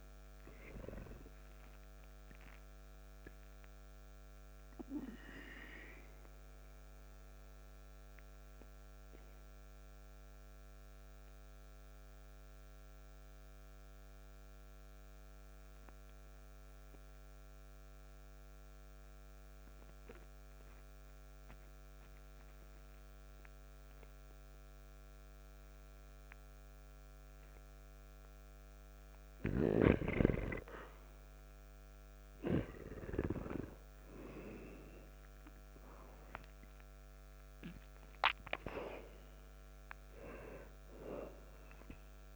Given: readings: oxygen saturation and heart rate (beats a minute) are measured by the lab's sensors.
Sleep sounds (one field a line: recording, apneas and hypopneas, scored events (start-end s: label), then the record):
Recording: breathing in sleep by a microphone on the trachea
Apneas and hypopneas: 1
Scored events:
0.00-18.50 s: oxygen desaturation (device-marked, oxygen 87% lowest, heart rate 55 extreme)
7.00-29.00 s: obstructive apnea (oxygen 98% before, 87% lowest, heart rate 62 before, 55 extreme, up 1 after)
32.00-36.50 s: arousal
35.50-42.36 s: oxygen desaturation (device-marked, oxygen 98% before, 92% lowest, heart rate 58 before, 54 extreme)
From the record:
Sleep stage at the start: N2 (light sleep)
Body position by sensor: on the back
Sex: male